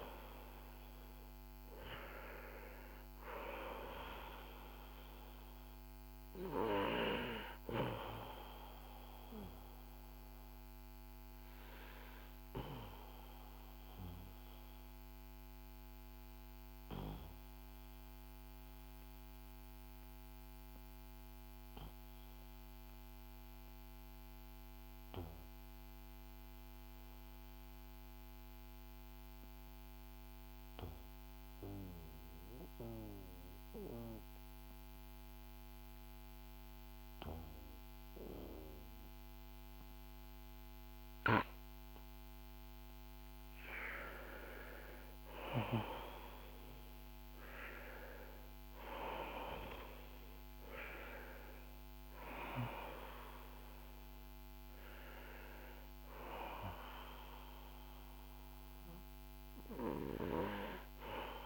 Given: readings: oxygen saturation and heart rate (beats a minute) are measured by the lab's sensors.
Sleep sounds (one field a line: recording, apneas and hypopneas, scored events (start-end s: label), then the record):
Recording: breathing in sleep by a microphone on the trachea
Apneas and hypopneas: 1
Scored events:
10.00-31.00 s: oxygen desaturation (device-marked, oxygen 94% before, 90% lowest, heart rate 58 before, 48 extreme)
11.00-44.00 s: obstructive apnea (oxygen 97% before, 90% lowest, heart rate 58 before, 48 extreme, up 5 after)
48.00-53.00 s: arousal
From the record:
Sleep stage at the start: N2 (light sleep)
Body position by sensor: on the back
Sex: male